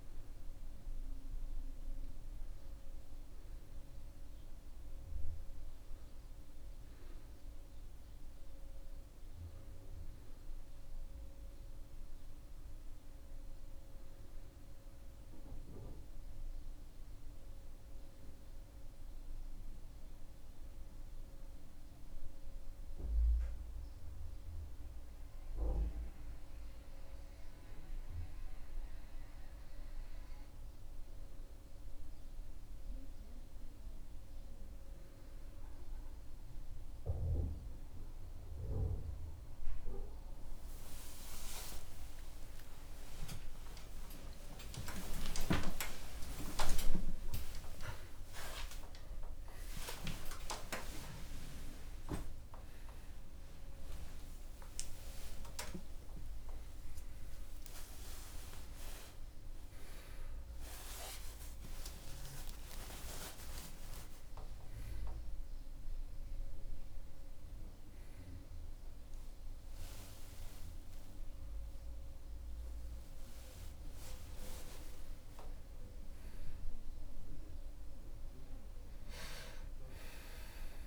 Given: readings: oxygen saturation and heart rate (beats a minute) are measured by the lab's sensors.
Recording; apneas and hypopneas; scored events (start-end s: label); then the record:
a person awake in a sleep study, by a room microphone; none
none scored
From the record:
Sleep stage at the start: awake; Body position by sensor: on the back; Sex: male